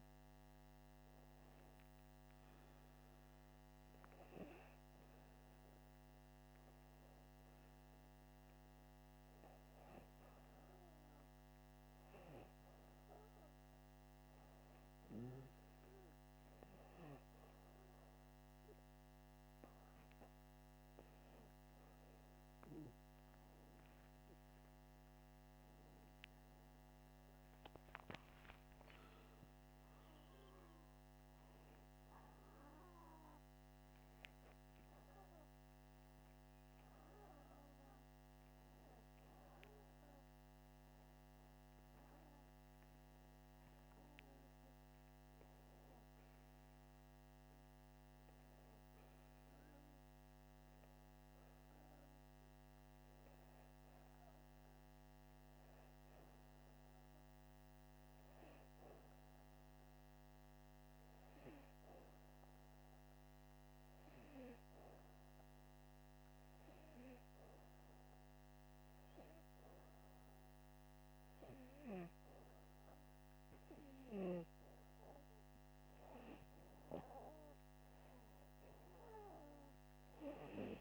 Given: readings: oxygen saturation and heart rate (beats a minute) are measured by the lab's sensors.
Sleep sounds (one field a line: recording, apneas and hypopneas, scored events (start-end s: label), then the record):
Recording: breathing in sleep by a microphone on the trachea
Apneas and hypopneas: 2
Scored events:
1.50-12.00 s: hypopnea (oxygen 95% before, 94% lowest, heart rate 86 before, 83 extreme, up 4 after)
13.00-16.00 s: arousal
28.50-33.00 s: arousal
46.50-57.50 s: hypopnea (oxygen 95% before, 91% lowest, heart rate 88 before, 80 extreme, up 2 after)
57.50-60.50 s: arousal
From the record:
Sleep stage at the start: N2 (light sleep)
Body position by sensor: upright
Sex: male